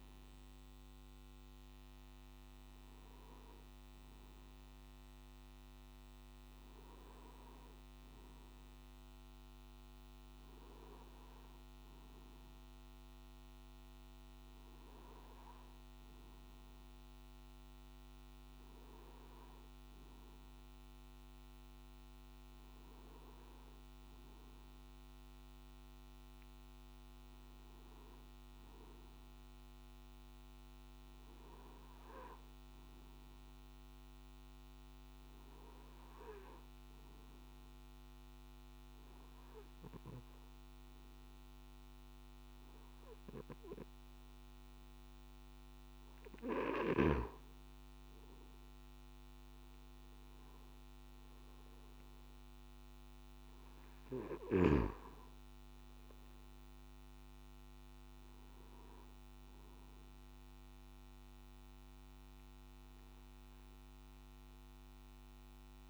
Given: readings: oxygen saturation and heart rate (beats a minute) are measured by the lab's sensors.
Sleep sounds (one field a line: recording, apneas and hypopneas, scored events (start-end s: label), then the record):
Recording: breathing in sleep by a microphone on the trachea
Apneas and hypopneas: 1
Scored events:
36.50-47.00 s: obstructive apnea (oxygen 95% before, 93% lowest, heart rate 55 before, 52 extreme, up 5 after)
From the record:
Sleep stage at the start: N1 (lightest sleep)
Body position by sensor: on the back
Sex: male